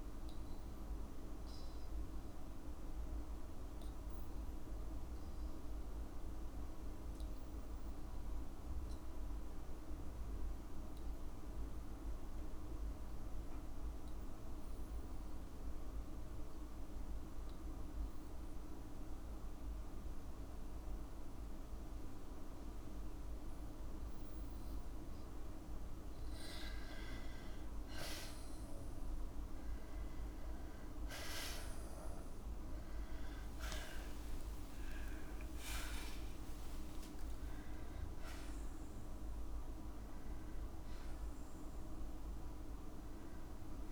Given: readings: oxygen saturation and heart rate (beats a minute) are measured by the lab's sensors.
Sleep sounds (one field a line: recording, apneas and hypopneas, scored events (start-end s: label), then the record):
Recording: breathing in sleep, hard to hear, by a room microphone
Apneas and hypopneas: 1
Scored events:
4.00-6.00 s: long interval between heartbeats (device-marked, heart rate 64 before, 66 extreme)
4.00-15.00 s: oxygen desaturation (device-marked, oxygen 95% before, 92% lowest, heart rate 64 before, 56 extreme)
5.00-23.00 s: obstructive apnea (oxygen 95% before, 90% lowest, heart rate 63 before, 61 extreme, up 3 after)
11.50-13.50 s: long interval between heartbeats (device-marked, heart rate 61 before, 66 extreme)
15.00-17.00 s: long interval between heartbeats (device-marked, heart rate 62 before, 75 extreme)
17.00-19.00 s: long interval between heartbeats (device-marked, heart rate 64 before, 75 extreme)
21.00-23.00 s: long interval between heartbeats (device-marked, heart rate 67 before, 75 extreme)
24.50-26.50 s: long interval between heartbeats (device-marked, heart rate 70 before, 76 extreme)
32.00-36.50 s: arousal
33.50-35.50 s: long interval between heartbeats (device-marked, heart rate 72 before, 69 extreme)
34.00-36.00 s: tachycardia (device-marked, heart rate 64 before, 77 extreme)
37.00-39.00 s: long interval between heartbeats (device-marked, heart rate 73 before, 103 extreme)
From the record:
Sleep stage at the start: N2 (light sleep)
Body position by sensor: on the back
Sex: female